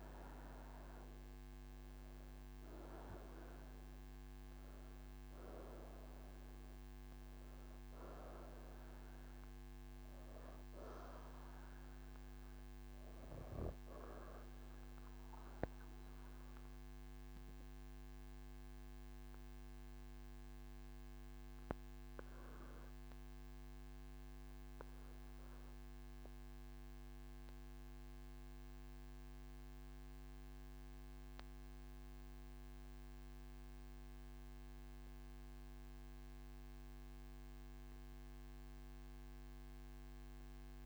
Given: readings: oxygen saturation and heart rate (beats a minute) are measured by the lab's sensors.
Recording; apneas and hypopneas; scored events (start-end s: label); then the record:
breathing in sleep by a microphone on the trachea; none
0.00-28.00 s: oxygen desaturation (device-marked, oxygen 89% lowest)
From the record:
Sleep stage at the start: N1 (lightest sleep); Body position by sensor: on the right side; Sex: female